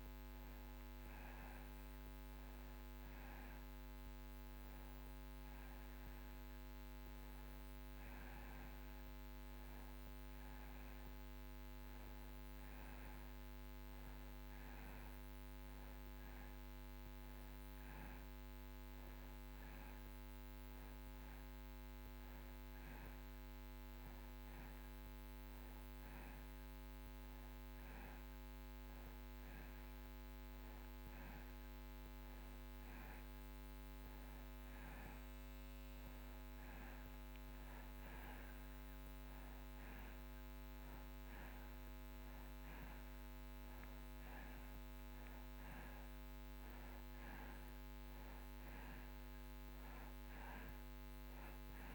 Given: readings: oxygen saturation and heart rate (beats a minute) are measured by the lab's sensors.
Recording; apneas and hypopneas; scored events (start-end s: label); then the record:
breathing in sleep, hard to hear, by a microphone on the trachea; none
40.00-46.50 s: arousal
48.00-51.95 s: oxygen desaturation (device-marked, oxygen 94% before, 91% lowest)
From the record:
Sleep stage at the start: N2 (light sleep); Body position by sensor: on the back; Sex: male